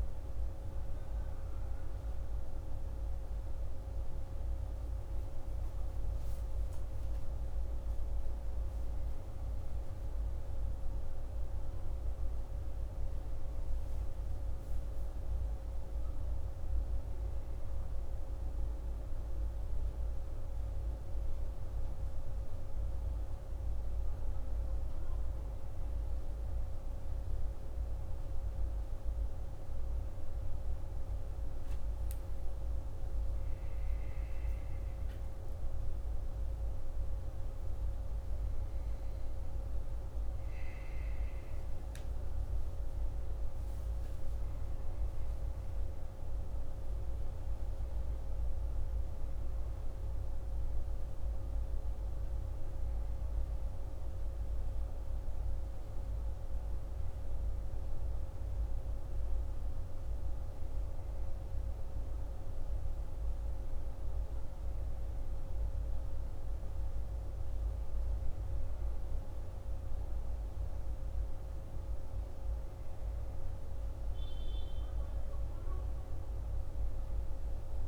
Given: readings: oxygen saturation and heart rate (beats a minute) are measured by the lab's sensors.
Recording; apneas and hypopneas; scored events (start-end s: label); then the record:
a person awake in a sleep study, hard to hear, by a room microphone; none
none scored
From the record:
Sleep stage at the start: awake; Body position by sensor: on the back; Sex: male